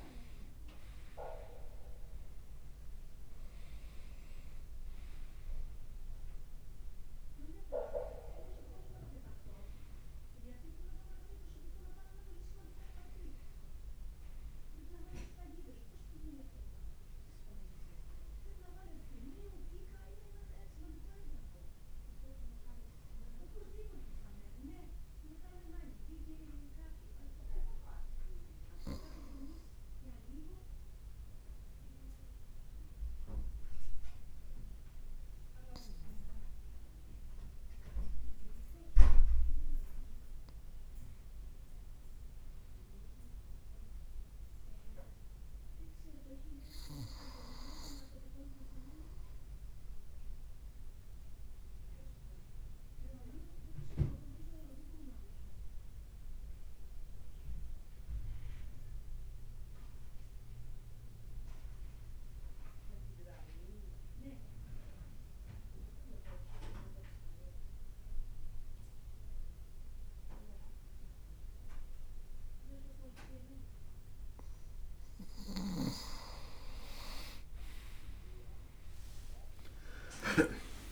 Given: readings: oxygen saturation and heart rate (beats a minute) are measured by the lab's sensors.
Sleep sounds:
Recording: breathing in sleep by a room microphone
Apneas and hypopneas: 2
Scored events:
20.00-26.00 s: oxygen desaturation (device-marked, oxygen 97% before, 94% lowest, heart rate 58 before, 53 extreme)
22.50-36.00 s: hypopnea (oxygen 97% before, 94% lowest, heart rate 57 before, 53 extreme, up 0 after)
24.00-80.92 s: new sleep stage, N2 (light sleep)
40.50-44.50 s: arousal
50.00-74.50 s: obstructive apnea (oxygen 98% before, 94% lowest, heart rate 54 before, 52 extreme, up 38 after)
78.50-80.92 s: arousal
79.00-80.92 s: leg movement (device-marked)
79.50-80.92 s: long interval between heartbeats (device-marked, heart rate 53 before, 61 extreme)
From the record:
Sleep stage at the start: N1 (lightest sleep)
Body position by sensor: on the right side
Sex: male

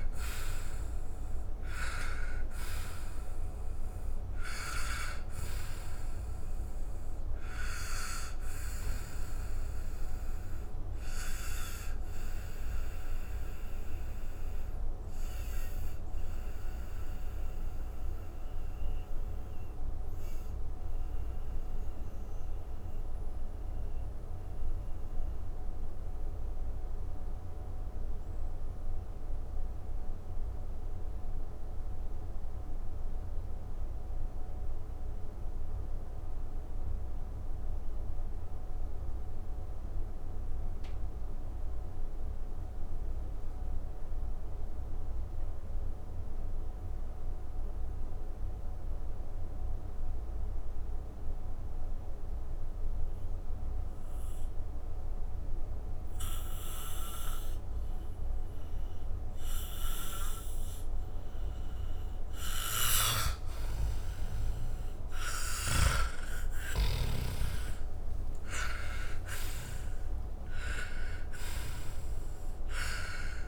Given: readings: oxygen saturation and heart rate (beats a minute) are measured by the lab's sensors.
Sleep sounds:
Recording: breathing in sleep by a room microphone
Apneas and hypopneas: 1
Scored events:
0.00-32.50 s: oxygen desaturation (device-marked, oxygen 82% lowest)
12.00-62.50 s: mixed apnea (oxygen 94% before, 82% lowest, heart rate 60 before, 53 extreme, up 12 after)
63.50-67.50 s: arousal
65.00-73.48 s: snoring (device-marked)
71.50-73.48 s: oxygen desaturation (device-marked, oxygen 97% before, 87% lowest)
From the record:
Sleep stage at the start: N2 (light sleep)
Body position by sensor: on the back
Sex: male

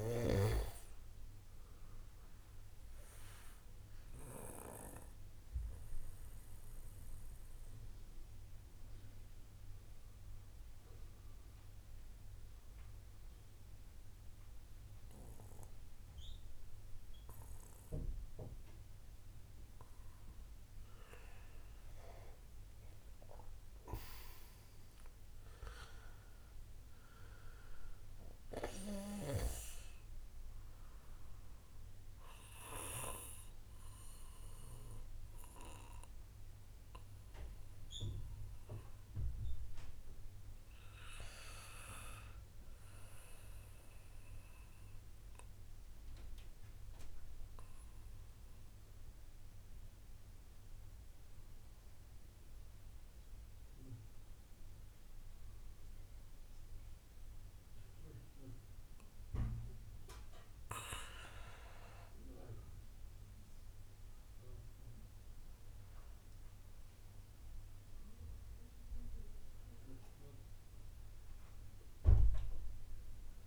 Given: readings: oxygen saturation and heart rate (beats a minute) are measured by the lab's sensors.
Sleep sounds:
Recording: breathing in sleep by a room microphone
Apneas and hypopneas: 2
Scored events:
3.50-20.50 s: mixed apnea (oxygen 96% before, 92% lowest, heart rate 49 before, 44 extreme, up 7 after)
22.00-26.00 s: arousal
45.00-60.50 s: mixed apnea (oxygen 97% before, 91% lowest, heart rate 64 before, 39 extreme, up 1 after)
63.50-67.50 s: arousal
67.50-73.47 s: oxygen desaturation (device-marked, oxygen 96% before, 91% lowest)
From the record:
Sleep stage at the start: N2 (light sleep)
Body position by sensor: on the back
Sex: male

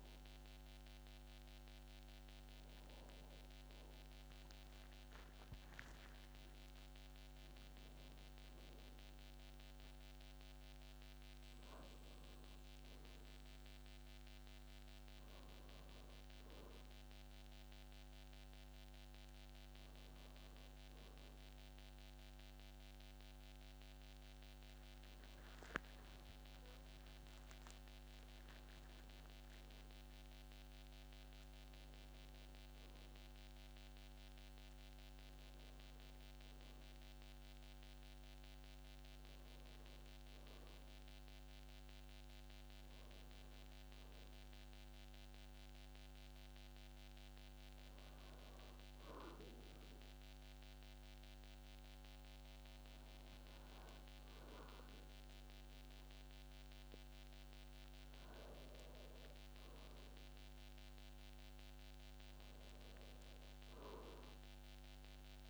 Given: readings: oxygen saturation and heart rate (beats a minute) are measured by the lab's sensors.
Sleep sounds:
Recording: a person partly awake in a sleep study, hard to hear, by a microphone on the trachea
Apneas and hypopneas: 1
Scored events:
15.50-45.50 s: new sleep stage, awake
24.50-30.50 s: tachycardia (device-marked, heart rate 62 before, 129 extreme)
26.50-28.50 s: long interval between heartbeats (device-marked, heart rate 63 before, 100 extreme)
29.50-31.50 s: long interval between heartbeats (device-marked, heart rate 70 before, 129 extreme)
45.50-58.00 s: obstructive apnea (oxygen 97% before, 90% lowest, heart rate 87 before, 58 extreme, up 6 after)
45.50-65.49 s: new sleep stage, N2 (light sleep)
60.50-64.00 s: arousal
From the record:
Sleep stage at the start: N2 (light sleep)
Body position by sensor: on the back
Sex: male

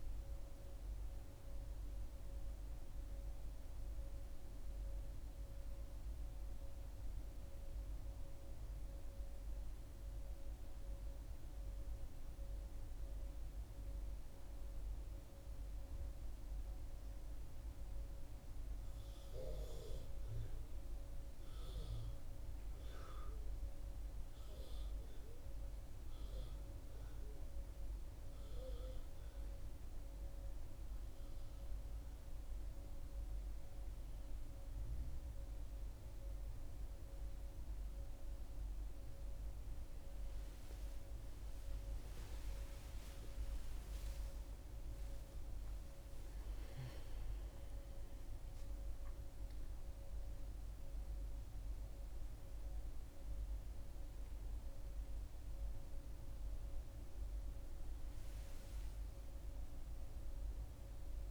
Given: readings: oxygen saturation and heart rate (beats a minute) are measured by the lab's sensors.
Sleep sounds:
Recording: a person partly awake in a sleep study, hard to hear, by a room microphone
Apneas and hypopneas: none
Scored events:
2.50-61.31 s: new sleep stage, N1 (lightest sleep)
From the record:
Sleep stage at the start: awake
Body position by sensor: on the back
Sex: female

